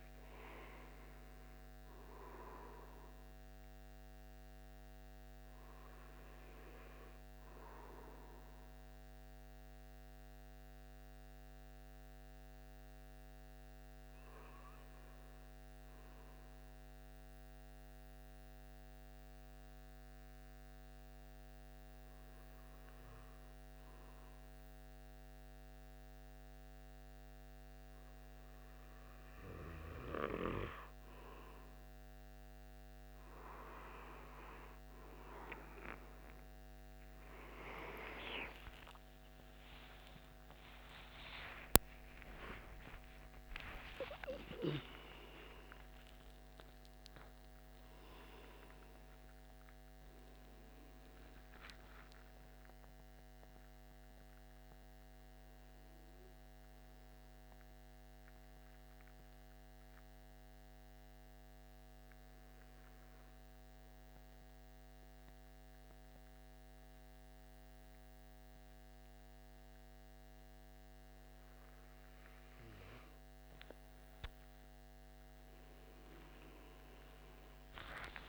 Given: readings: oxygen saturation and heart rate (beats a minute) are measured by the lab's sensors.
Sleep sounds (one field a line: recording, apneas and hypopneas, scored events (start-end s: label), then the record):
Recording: breathing in sleep by a microphone on the trachea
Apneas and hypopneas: 2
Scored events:
8.50-28.50 s: hypopnea (oxygen 96% before, 91% lowest, heart rate 78 before, 45 extreme, up 8 after)
38.00-45.50 s: arousal
39.50-58.50 s: oxygen desaturation (device-marked, oxygen 95% before, 91% lowest)
57.50-71.00 s: hypopnea (oxygen 96% before, 93% lowest)
73.50-77.50 s: arousal
From the record:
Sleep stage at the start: N2 (light sleep)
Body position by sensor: on the right side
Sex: male